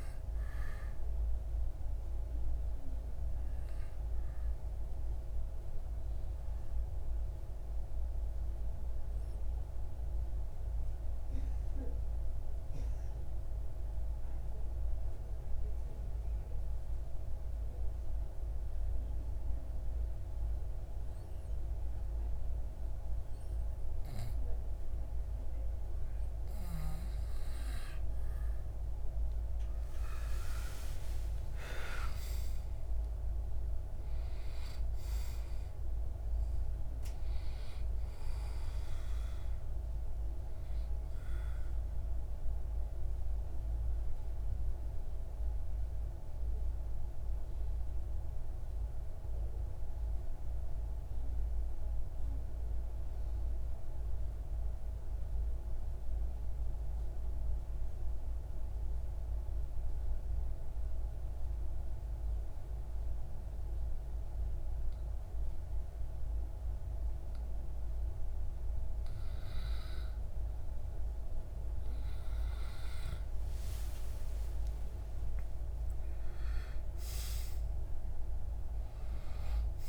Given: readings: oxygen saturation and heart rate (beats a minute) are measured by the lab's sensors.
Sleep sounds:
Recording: breathing in sleep, hard to hear, by a room microphone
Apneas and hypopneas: 2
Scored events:
0.50-23.50 s: obstructive apnea (oxygen 96% before, 92% lowest)
28.50-32.50 s: arousal
42.50-71.00 s: obstructive apnea (oxygen 96% before, 92% lowest)
72.50-77.50 s: arousal
From the record:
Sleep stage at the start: N2 (light sleep)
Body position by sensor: on the back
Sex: male

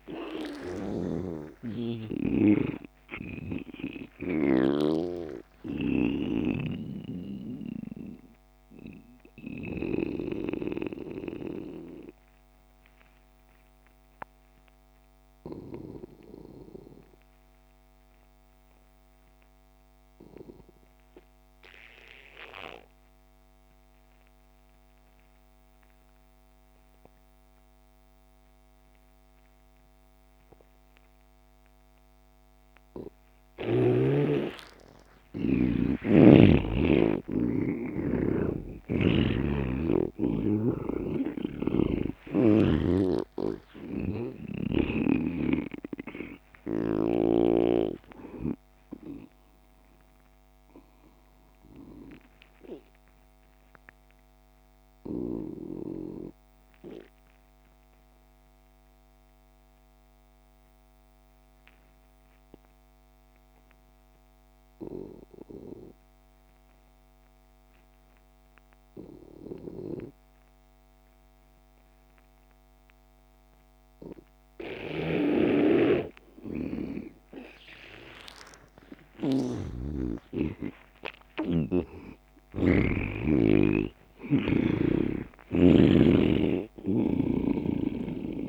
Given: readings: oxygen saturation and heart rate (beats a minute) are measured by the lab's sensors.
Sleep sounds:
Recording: breathing in sleep by a microphone on the trachea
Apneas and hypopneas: 2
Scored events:
0.00-5.50 s: snoring (device-marked)
0.00-15.00 s: oxygen desaturation (device-marked, oxygen 82% lowest)
6.50-33.50 s: obstructive apnea (oxygen 99% before, 80% lowest)
29.00-59.00 s: oxygen desaturation (device-marked, oxygen 99% before, 80% lowest)
35.50-40.50 s: arousal
39.00-42.50 s: snoring (device-marked)
50.00-78.00 s: obstructive apnea (oxygen 99% before, 80% lowest)
73.00-88.49 s: oxygen desaturation (device-marked, oxygen 99% before, 85% lowest)
76.00-83.50 s: snoring (device-marked)
79.50-85.00 s: arousal
From the record:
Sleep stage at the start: N2 (light sleep)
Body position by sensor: on the back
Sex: male

